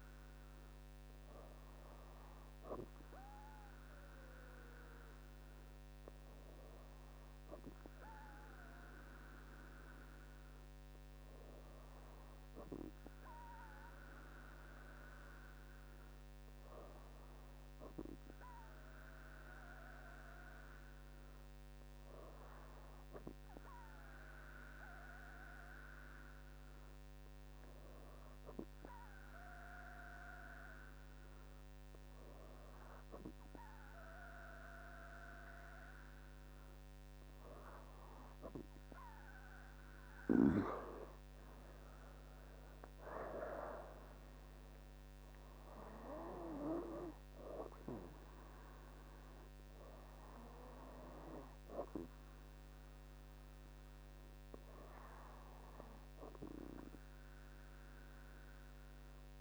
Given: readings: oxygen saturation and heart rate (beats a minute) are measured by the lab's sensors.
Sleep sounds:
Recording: breathing in sleep by a microphone on the trachea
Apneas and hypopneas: none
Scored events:
41.00-44.50 s: arousal
From the record:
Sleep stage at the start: N2 (light sleep)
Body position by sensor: on the back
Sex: female

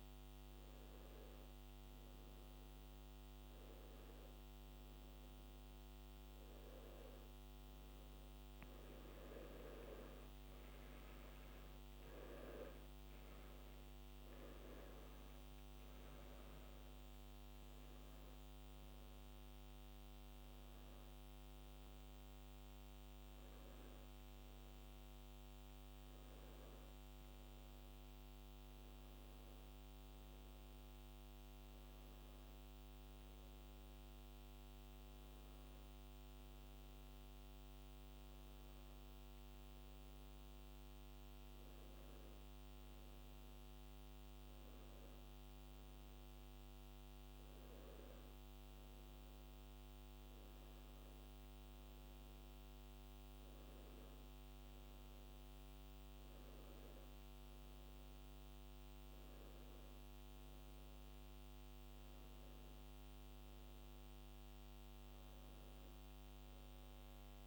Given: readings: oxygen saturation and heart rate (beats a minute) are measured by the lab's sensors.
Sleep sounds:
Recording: breathing in sleep, hard to hear, by a microphone on the trachea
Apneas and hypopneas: none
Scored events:
none scored
From the record:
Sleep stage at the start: N2 (light sleep)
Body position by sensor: on the back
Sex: male

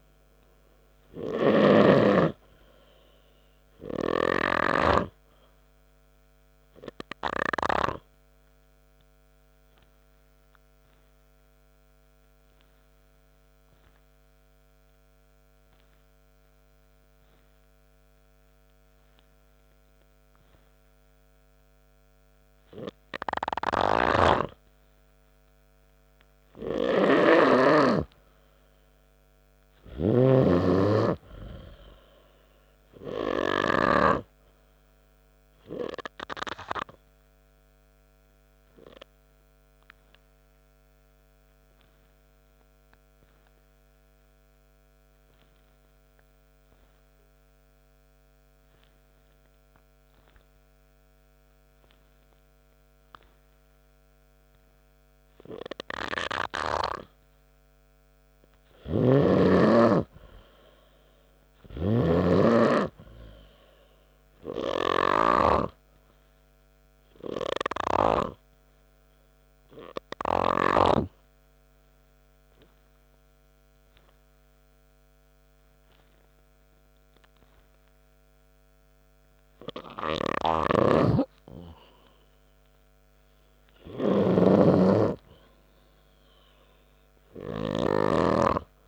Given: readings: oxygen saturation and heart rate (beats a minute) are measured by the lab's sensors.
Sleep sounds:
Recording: breathing in sleep by a microphone on the trachea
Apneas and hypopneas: 3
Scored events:
0.00-11.50 s: oxygen desaturation (device-marked, oxygen 91% lowest, heart rate 62 extreme)
1.50-5.50 s: arousal
10.00-23.00 s: hypopnea (oxygen 96% before, 90% lowest, heart rate 66 before, 62 extreme)
20.50-36.50 s: oxygen desaturation (device-marked, oxygen 96% before, 91% lowest, heart rate 69 before, 59 extreme)
24.50-31.00 s: snoring (device-marked)
31.50-36.00 s: arousal
40.50-56.50 s: obstructive apnea (oxygen 98% before, 90% lowest, heart rate 66 before, 59 extreme)
53.50-67.50 s: oxygen desaturation (device-marked, oxygen 97% before, 90% lowest, heart rate 67 before, 59 extreme)
60.50-66.00 s: arousal
71.50-82.00 s: obstructive apnea (oxygen 97% before, 91% lowest, heart rate 64 before, 66 extreme, up 6 after)
81.00-85.00 s: snoring (device-marked)
85.00-88.88 s: arousal
From the record:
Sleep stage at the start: N2 (light sleep)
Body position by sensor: on the back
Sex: male

